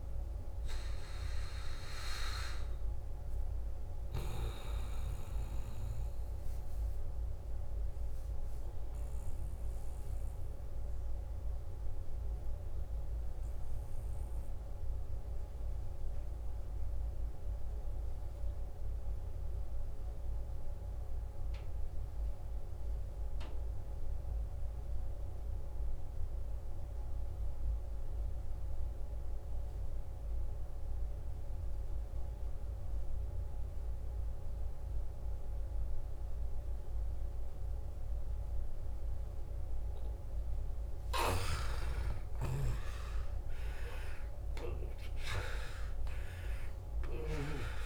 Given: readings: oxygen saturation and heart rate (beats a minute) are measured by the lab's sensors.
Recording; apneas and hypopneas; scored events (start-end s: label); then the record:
breathing in sleep by a room microphone; 1
0.00-15.50 s: oxygen desaturation (device-marked, oxygen 85% lowest, heart rate 56 extreme)
11.00-40.00 s: obstructive apnea (oxygen 91% before, 85% lowest, heart rate 63 before, 56 extreme, up 13 after)
32.50-47.86 s: oxygen desaturation (device-marked, oxygen 98% before, 87% lowest, heart rate 57 before, 52 extreme)
42.00-47.00 s: arousal
From the record:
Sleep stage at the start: N2 (light sleep); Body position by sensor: on the back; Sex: male